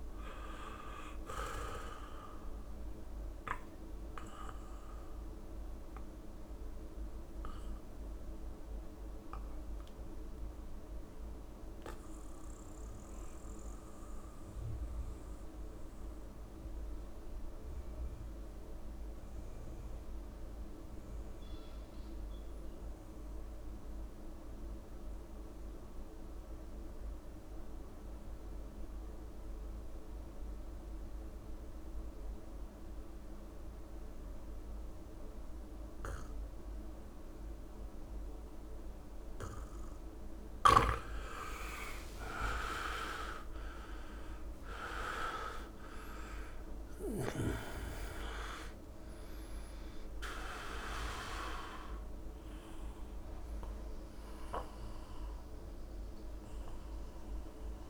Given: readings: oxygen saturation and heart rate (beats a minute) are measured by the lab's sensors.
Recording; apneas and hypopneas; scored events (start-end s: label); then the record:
breathing in sleep by a room microphone; 1
0.00-16.00 s: oxygen desaturation (device-marked, oxygen 81% lowest)
5.00-39.50 s: mixed apnea (oxygen 99% before, 81% lowest)
41.50-46.50 s: arousal
From the record:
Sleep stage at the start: N2 (light sleep); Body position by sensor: on the back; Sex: male